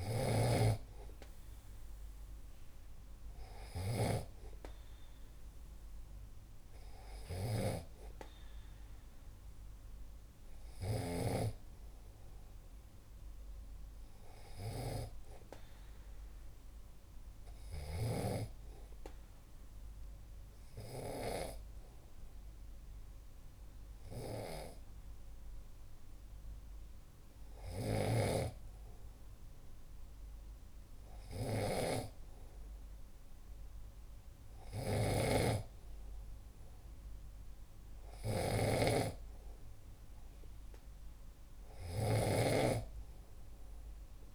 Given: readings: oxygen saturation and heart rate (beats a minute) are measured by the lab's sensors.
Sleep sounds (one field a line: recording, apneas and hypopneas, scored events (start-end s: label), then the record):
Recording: breathing in sleep by a room microphone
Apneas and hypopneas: none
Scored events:
0.00-11.50 s: snoring (device-marked)
27.50-44.35 s: snoring (device-marked)
From the record:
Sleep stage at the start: N2 (light sleep)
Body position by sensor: on the back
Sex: male